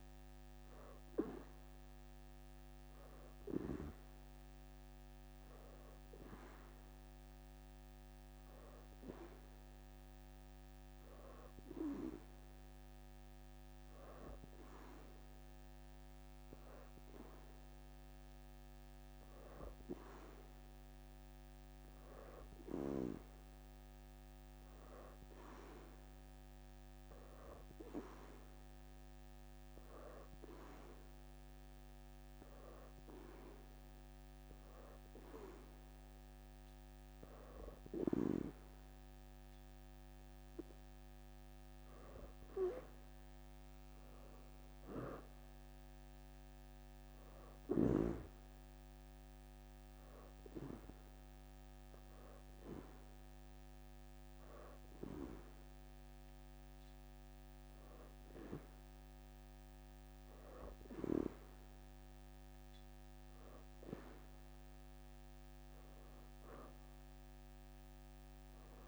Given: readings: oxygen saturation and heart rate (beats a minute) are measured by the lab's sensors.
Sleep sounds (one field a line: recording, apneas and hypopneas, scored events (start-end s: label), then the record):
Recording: breathing in sleep by a microphone on the trachea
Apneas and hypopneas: 1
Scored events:
20.00-24.00 s: arousal
25.00-28.50 s: leg movement (device-marked)
25.50-40.50 s: oxygen desaturation (device-marked, oxygen 95% before, 89% lowest, heart rate 83 before, 78 extreme)
28.00-39.00 s: hypopnea (oxygen 95% before, 89% lowest, heart rate 83 before, 78 extreme, up 4 after)
41.50-45.00 s: arousal
42.00-45.00 s: leg movement (device-marked)
65.00-67.50 s: leg movement (device-marked)
65.00-68.88 s: arousal
From the record:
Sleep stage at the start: N2 (light sleep)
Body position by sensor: on the back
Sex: female